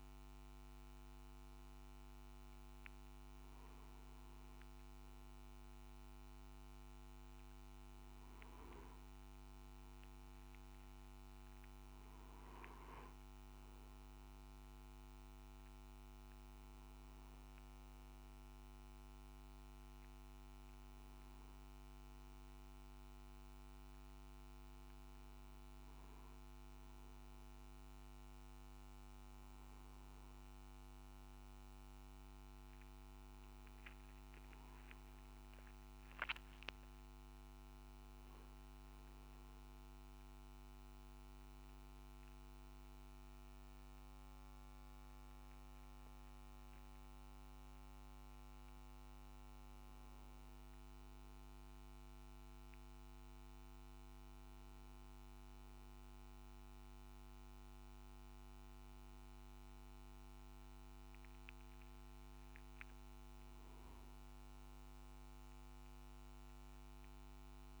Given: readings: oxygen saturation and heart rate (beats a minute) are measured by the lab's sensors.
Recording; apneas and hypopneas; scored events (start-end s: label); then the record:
breathing in sleep, hard to hear, by a microphone on the trachea; none
34.50-37.50 s: arousal
From the record:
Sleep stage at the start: N2 (light sleep); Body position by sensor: on the back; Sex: male